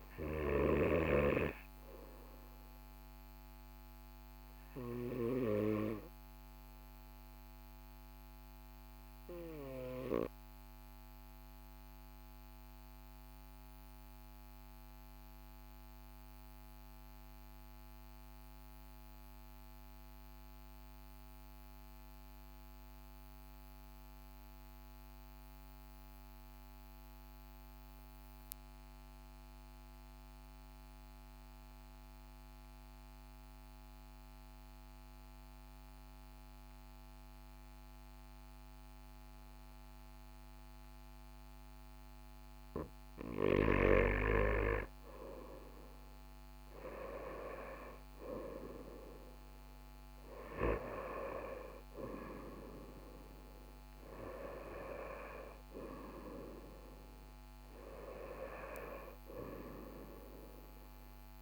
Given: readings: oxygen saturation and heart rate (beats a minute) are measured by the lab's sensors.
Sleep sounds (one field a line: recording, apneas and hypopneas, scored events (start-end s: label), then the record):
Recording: breathing in sleep by a microphone on the trachea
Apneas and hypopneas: 1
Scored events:
0.00-8.50 s: oxygen desaturation (device-marked, oxygen 93% lowest, heart rate 41 extreme)
8.50-43.00 s: obstructive apnea (oxygen 98% before, 93% lowest, heart rate 43 before, 41 extreme, up 3 after)
45.00-50.00 s: arousal
From the record:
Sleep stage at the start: N2 (light sleep)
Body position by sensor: on the right side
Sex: male